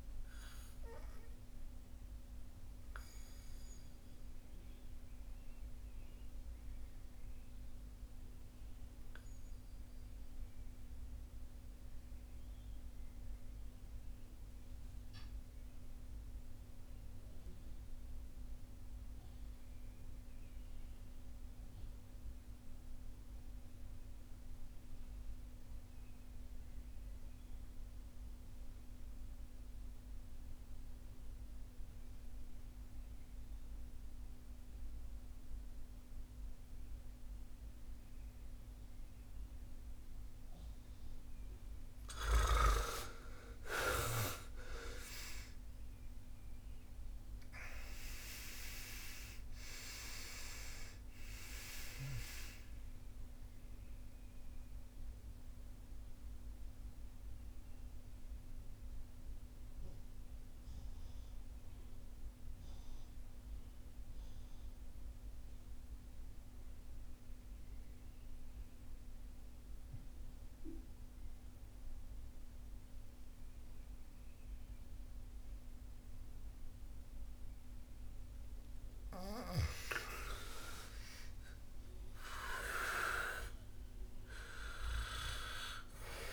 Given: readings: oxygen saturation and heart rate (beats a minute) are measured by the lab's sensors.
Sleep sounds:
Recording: breathing in sleep by a room microphone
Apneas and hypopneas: 2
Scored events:
0.00-24.00 s: oxygen desaturation (device-marked, oxygen 97% before, 83% lowest)
5.50-40.50 s: mixed apnea (oxygen 97% before, 69% lowest)
34.00-77.00 s: oxygen desaturation (device-marked, oxygen 97% before, 69% lowest)
42.00-49.00 s: arousal
53.00-78.50 s: central apnea (oxygen 97% before, 69% lowest)
79.50-84.00 s: arousal
From the record:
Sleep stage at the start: N2 (light sleep)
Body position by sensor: on the back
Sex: male

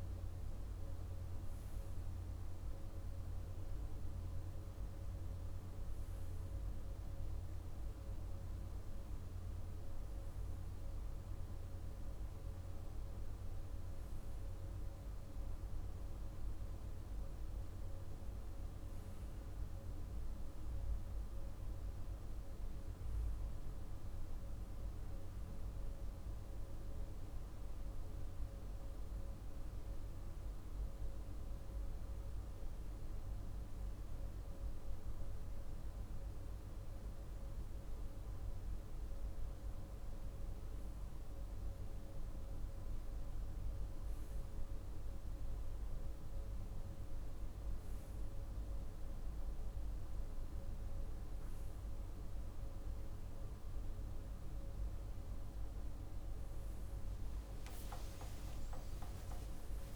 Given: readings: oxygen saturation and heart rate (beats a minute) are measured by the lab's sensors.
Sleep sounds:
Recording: breathing in sleep, hard to hear, by a room microphone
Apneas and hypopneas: none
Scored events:
58.50-59.95 s: arousal
From the record:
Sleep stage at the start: REM sleep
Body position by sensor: on the right side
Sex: male

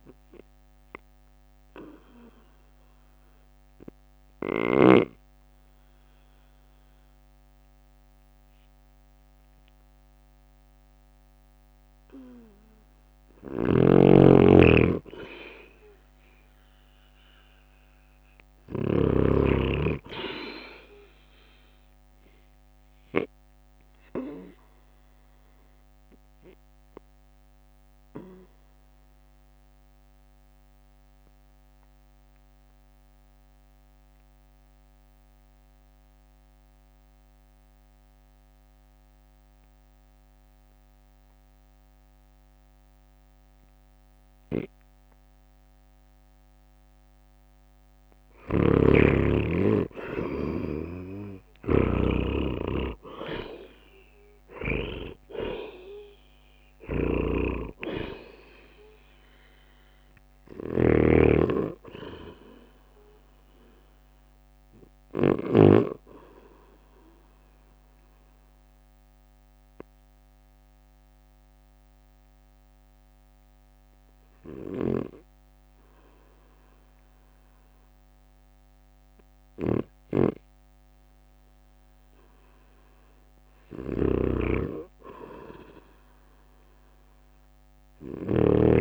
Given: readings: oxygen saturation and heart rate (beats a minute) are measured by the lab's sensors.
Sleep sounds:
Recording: breathing in sleep by a microphone on the trachea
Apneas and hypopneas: 3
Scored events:
0.00-6.50 s: drop in pulse transit time (device-marked, heart rate 55 extreme)
1.00-13.00 s: obstructive apnea (oxygen 98% before, 91% lowest, heart rate 57 before, 52 extreme, up 5 after)
16.50-19.00 s: arousal
18.50-40.50 s: oxygen desaturation (device-marked, oxygen 97% before, 91% lowest, heart rate 56 before, 52 extreme)
27.50-46.00 s: obstructive apnea (oxygen 97% before, 91% lowest, heart rate 57 before, 52 extreme, up 13 after)
45.50-52.50 s: oxygen desaturation (device-marked, oxygen 98% before, 95% lowest, heart rate 53 before, 52 extreme)
50.50-55.50 s: arousal
51.50-68.50 s: drop in pulse transit time (device-marked, heart rate 53 before, 55 extreme)
66.50-82.00 s: obstructive apnea (oxygen 98% before, 92% lowest, heart rate 61 before, 52 extreme, up 7 after)
80.50-88.81 s: oxygen desaturation (device-marked, oxygen 97% before, 92% lowest, heart rate 55 before, 52 extreme)
84.50-87.50 s: arousal
From the record:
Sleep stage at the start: N2 (light sleep)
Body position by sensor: on the right side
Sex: male

